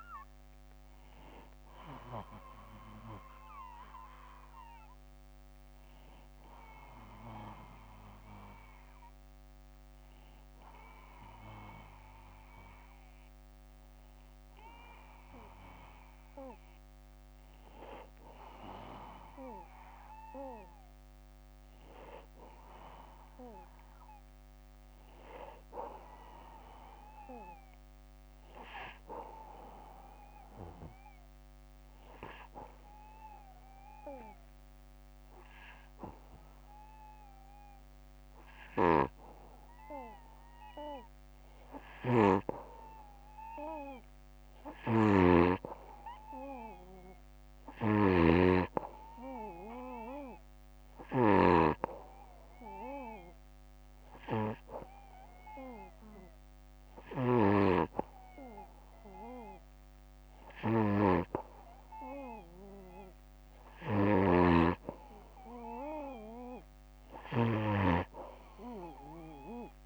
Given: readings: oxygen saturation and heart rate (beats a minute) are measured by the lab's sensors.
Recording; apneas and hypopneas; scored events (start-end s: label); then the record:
breathing in sleep by a microphone on the trachea; 1
7.50-18.50 s: oxygen desaturation (device-marked, oxygen 91% before, 87% lowest, heart rate 69 before, 57 extreme)
31.50-63.50 s: hypopnea (oxygen 98% before, 91% lowest, heart rate 59 before, 59 extreme, up 5 after)
38.00-42.00 s: snoring (device-marked)
44.00-67.00 s: snoring (device-marked)
65.50-69.86 s: oxygen desaturation (device-marked, oxygen 95% before, 92% lowest, heart rate 65 before, 58 extreme)
68.50-69.86 s: arousal
From the record:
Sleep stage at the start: N2 (light sleep); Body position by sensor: on the back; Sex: male